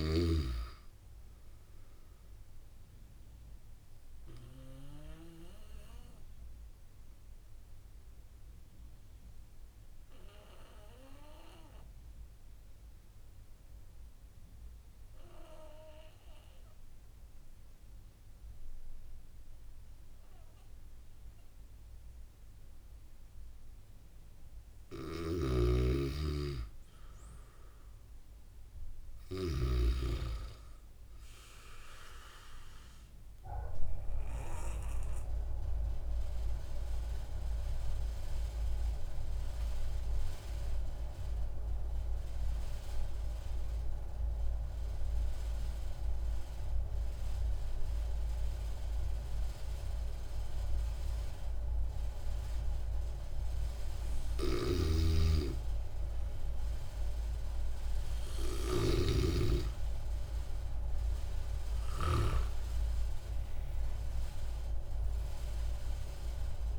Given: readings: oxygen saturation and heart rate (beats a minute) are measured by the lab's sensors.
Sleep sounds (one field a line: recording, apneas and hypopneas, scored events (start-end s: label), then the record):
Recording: breathing in sleep by a room microphone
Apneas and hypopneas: 2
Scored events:
0.00-2.00 s: arousal
4.50-25.00 s: obstructive apnea (oxygen 98% before, 92% lowest)
25.00-29.50 s: snoring (device-marked)
26.00-29.50 s: arousal
32.50-54.00 s: obstructive apnea (oxygen 97% before, 92% lowest)
54.50-62.00 s: snoring (device-marked)
56.00-59.50 s: arousal
From the record:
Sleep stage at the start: N2 (light sleep)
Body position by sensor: on the back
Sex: male